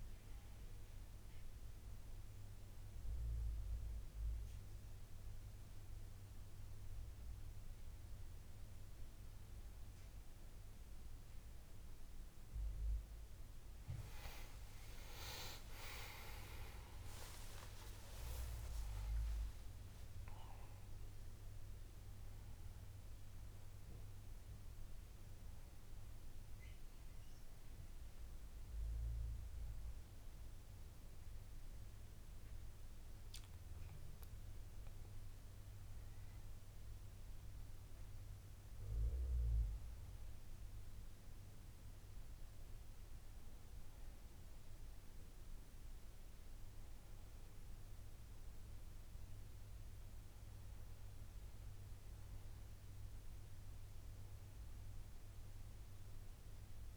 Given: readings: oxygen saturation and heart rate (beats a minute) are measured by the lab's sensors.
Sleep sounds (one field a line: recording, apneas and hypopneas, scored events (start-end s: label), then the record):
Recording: breathing in sleep by a room microphone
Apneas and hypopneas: none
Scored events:
15.00-20.00 s: arousal
From the record:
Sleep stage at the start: N2 (light sleep)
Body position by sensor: on the back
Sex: male